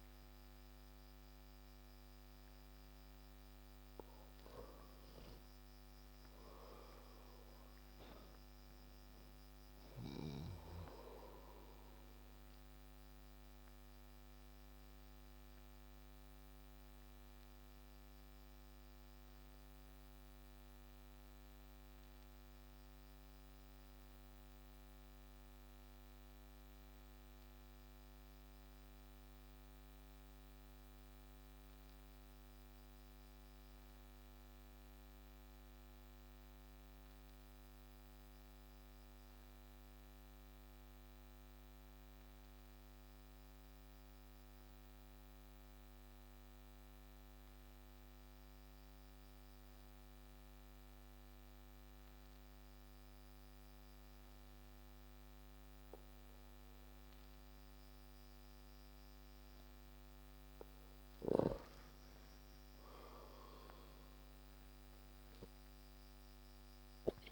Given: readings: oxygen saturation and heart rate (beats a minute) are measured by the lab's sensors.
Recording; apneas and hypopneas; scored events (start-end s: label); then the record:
breathing in sleep, hard to hear, by a microphone on the trachea; 1
0.00-8.00 s: oxygen desaturation (device-marked, oxygen 95% lowest)
13.50-60.00 s: obstructive apnea (oxygen 98% before, 92% lowest)
56.00-67.32 s: oxygen desaturation (device-marked, oxygen 97% before, 92% lowest)
63.00-67.32 s: arousal
From the record:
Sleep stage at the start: N2 (light sleep); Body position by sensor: on the back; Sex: male